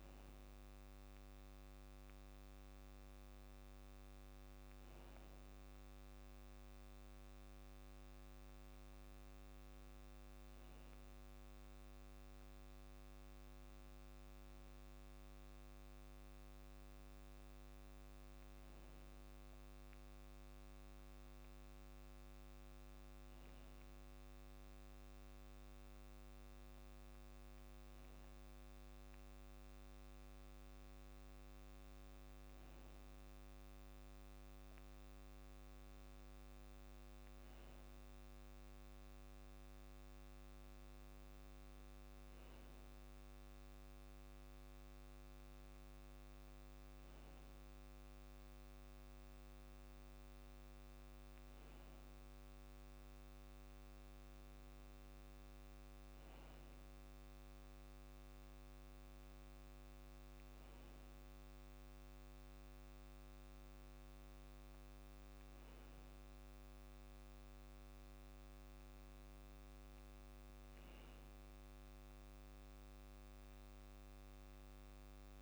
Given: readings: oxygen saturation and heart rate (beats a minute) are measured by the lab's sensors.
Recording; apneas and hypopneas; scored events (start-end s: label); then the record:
breathing in sleep, hard to hear, by a microphone on the trachea; none
none scored
From the record:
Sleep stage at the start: REM sleep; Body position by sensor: on the back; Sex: male